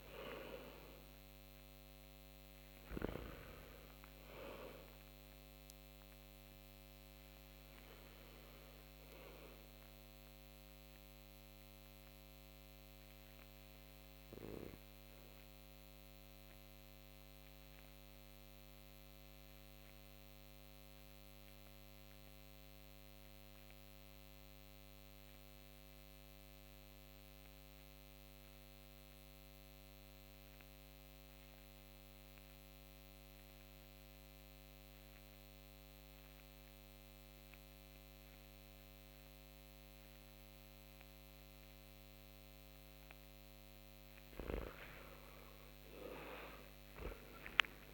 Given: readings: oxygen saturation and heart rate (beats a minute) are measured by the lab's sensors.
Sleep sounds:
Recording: breathing in sleep by a microphone on the trachea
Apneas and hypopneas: 1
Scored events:
0.00-23.00 s: oxygen desaturation (device-marked, oxygen 80% lowest)
10.50-42.50 s: obstructive apnea (oxygen 95% before, 80% lowest)
44.50-47.94 s: arousal
46.00-47.94 s: oxygen desaturation (device-marked, oxygen 96% before, 88% lowest)
From the record:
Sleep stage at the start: REM sleep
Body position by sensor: on the back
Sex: male

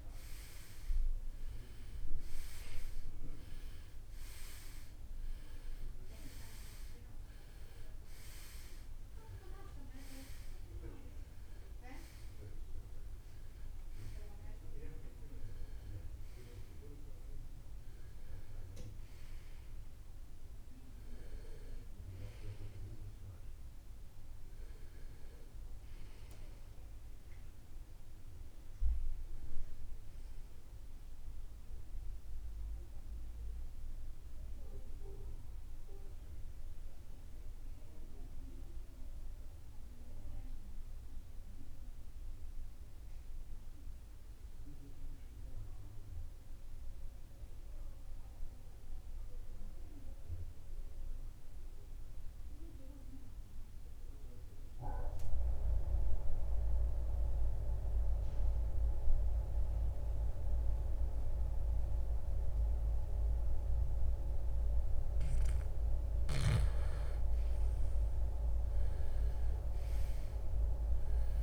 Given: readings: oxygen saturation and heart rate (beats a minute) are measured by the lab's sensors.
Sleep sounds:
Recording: breathing in sleep by a room microphone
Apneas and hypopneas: 1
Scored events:
25.00-29.00 s: arousal
30.50-64.00 s: mixed apnea (oxygen 96% before, 83% lowest, heart rate 77 before, 46 extreme, up 14 after)
32.00-49.00 s: oxygen desaturation (device-marked, oxygen 94% before, 83% lowest, heart rate 77 before, 46 extreme)
67.00-71.42 s: arousal
68.00-71.42 s: new sleep stage, REM sleep
From the record:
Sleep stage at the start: N2 (light sleep)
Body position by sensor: on the right side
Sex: male

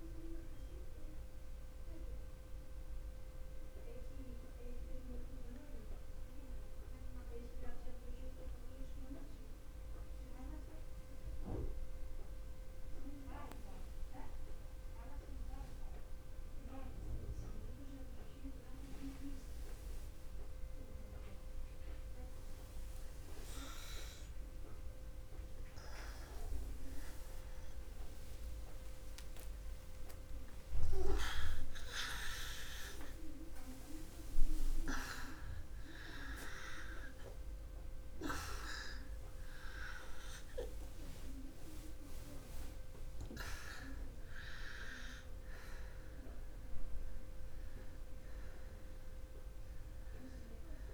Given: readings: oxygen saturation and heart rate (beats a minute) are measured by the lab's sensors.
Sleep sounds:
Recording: breathing in sleep by a room microphone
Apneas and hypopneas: 1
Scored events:
0.00-12.00 s: oxygen desaturation (device-marked, oxygen 89% lowest, heart rate 61 extreme)
1.00-26.00 s: mixed apnea (oxygen 97% before, 88% lowest, heart rate 61 before, 61 extreme, up 9 after)
29.00-35.00 s: arousal
34.00-50.94 s: oxygen desaturation (device-marked, oxygen 97% before, 88% lowest, heart rate 62 before, 55 extreme)
From the record:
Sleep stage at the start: N2 (light sleep)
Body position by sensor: on the back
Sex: male

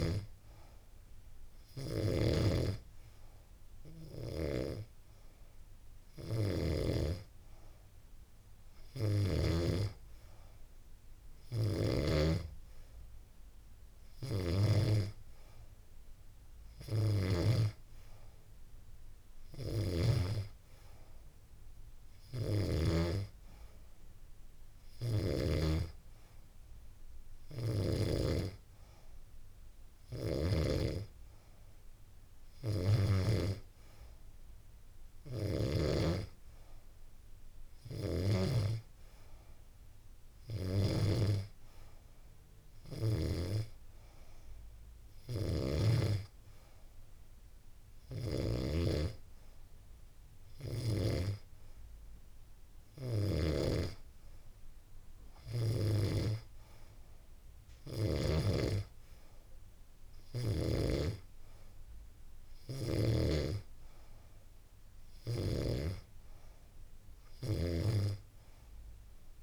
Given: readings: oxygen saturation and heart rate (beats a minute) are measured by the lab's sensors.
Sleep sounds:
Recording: breathing in sleep by a room microphone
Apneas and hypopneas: none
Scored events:
16.00-22.00 s: snoring (device-marked)
From the record:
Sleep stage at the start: N2 (light sleep)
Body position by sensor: on the back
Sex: female

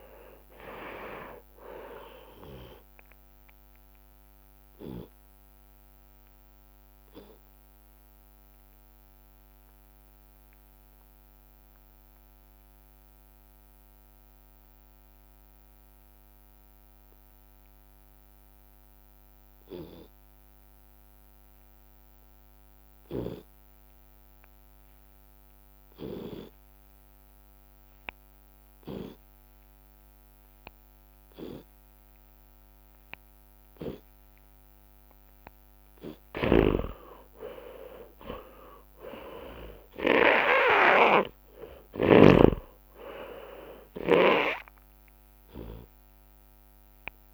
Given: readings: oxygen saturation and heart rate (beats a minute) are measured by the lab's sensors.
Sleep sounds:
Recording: breathing in sleep by a microphone on the trachea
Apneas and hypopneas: 1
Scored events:
0.00-1.00 s: long interval between heartbeats (device-marked, heart rate 92 extreme)
0.00-2.00 s: tachycardia (device-marked, heart rate 105 extreme)
0.00-10.00 s: drop in pulse transit time (device-marked, heart rate 68 extreme)
1.00-3.00 s: long interval between heartbeats (device-marked, heart rate 105 before, 101 extreme)
4.00-35.00 s: obstructive apnea (oxygen 100% before, 83% lowest, heart rate 104 before, 46 extreme)
16.00-34.00 s: oxygen desaturation (device-marked, oxygen 95% before, 89% lowest, heart rate 84 before, 46 extreme)
22.00-24.00 s: long interval between heartbeats (device-marked, heart rate 71 before, 64 extreme)
22.00-32.00 s: drop in pulse transit time (device-marked, heart rate 71 before, 64 extreme)
24.00-26.00 s: long interval between heartbeats (device-marked, heart rate 66 before, 72 extreme)
26.00-32.00 s: tachycardia (device-marked, heart rate 62 before, 109 extreme)
28.50-30.50 s: long interval between heartbeats (device-marked, heart rate 62 before, 99 extreme)
32.00-34.00 s: long interval between heartbeats (device-marked, heart rate 71 before, 117 extreme)
34.00-45.00 s: tachycardia (device-marked, heart rate 64 before, 166 extreme)
34.50-36.50 s: long interval between heartbeats (device-marked, heart rate 77 before, 98 extreme)
36.50-44.50 s: snoring (device-marked)
37.50-39.50 s: long interval between heartbeats (device-marked, heart rate 85 before, 109 extreme)
37.50-41.50 s: arousal
40.00-42.00 s: long interval between heartbeats (device-marked, heart rate 94 before, 131 extreme)
42.50-44.50 s: long interval between heartbeats (device-marked, heart rate 102 before, 160 extreme)
44.50-46.50 s: long interval between heartbeats (device-marked, heart rate 111 before, 140 extreme)
From the record:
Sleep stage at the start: N2 (light sleep)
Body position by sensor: on the left side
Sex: male

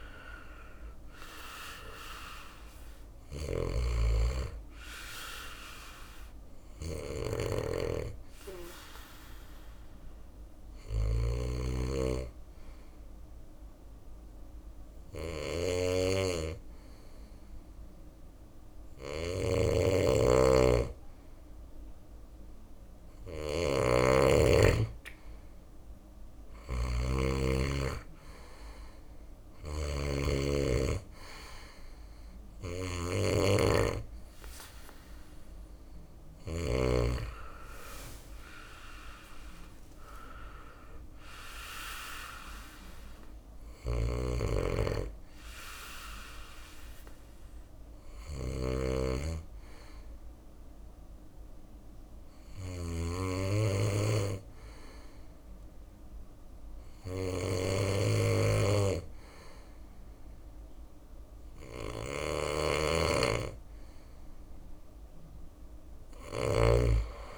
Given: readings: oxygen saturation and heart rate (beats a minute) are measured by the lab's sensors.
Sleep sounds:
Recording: breathing in sleep by a room microphone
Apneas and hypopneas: 2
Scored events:
0.00-1.50 s: arousal
0.00-36.00 s: snoring (device-marked)
2.00-16.00 s: oxygen desaturation (device-marked, oxygen 96% before, 90% lowest, heart rate 70 before, 70 extreme)
8.00-21.00 s: hypopnea (oxygen 97% before, 90% lowest, heart rate 71 before, 70 extreme, up 0 after)
23.50-27.50 s: arousal
31.00-44.00 s: oxygen desaturation (device-marked, oxygen 95% before, 91% lowest, heart rate 71 before, 68 extreme)
39.00-52.00 s: drop in pulse transit time (device-marked, heart rate 71 before, 70 extreme)
43.00-67.38 s: snoring (device-marked)
46.50-63.00 s: hypopnea (oxygen 96% before, 90% lowest, heart rate 72 before, 68 extreme, up 2 after)
From the record:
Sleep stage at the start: N2 (light sleep)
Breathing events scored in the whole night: 335 in 5.2 hours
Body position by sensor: on the back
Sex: male

